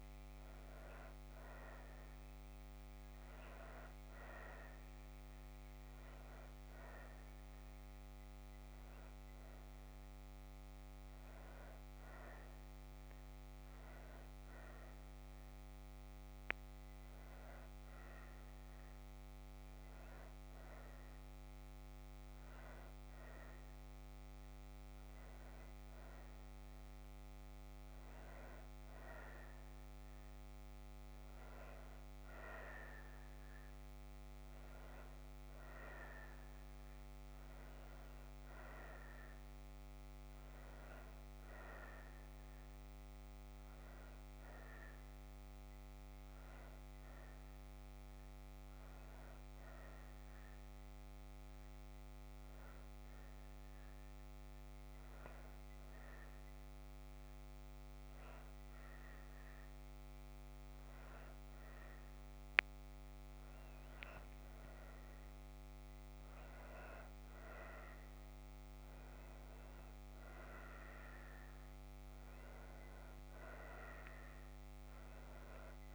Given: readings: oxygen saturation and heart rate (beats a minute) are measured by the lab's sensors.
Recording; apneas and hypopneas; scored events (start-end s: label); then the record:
breathing in sleep by a microphone on the trachea; 1
40.50-44.00 s: arousal
50.50-64.00 s: hypopnea (oxygen 92% before, 89% lowest)
66.50-70.50 s: arousal
From the record:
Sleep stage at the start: N1 (lightest sleep); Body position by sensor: on the back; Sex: female